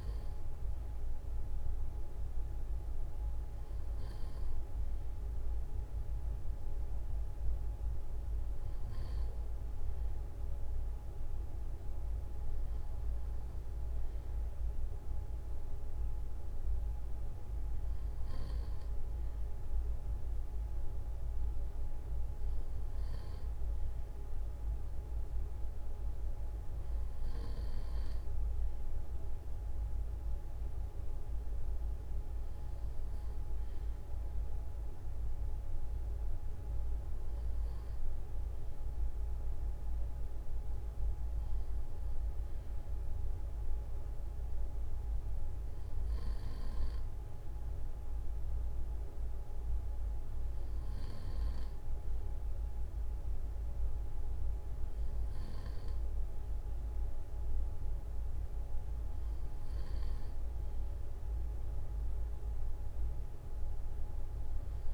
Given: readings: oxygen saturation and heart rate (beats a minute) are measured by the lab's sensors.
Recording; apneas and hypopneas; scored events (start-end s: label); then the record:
breathing in sleep, hard to hear, by a room microphone; none
none scored
From the record:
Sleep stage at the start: N2 (light sleep); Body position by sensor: on the front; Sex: male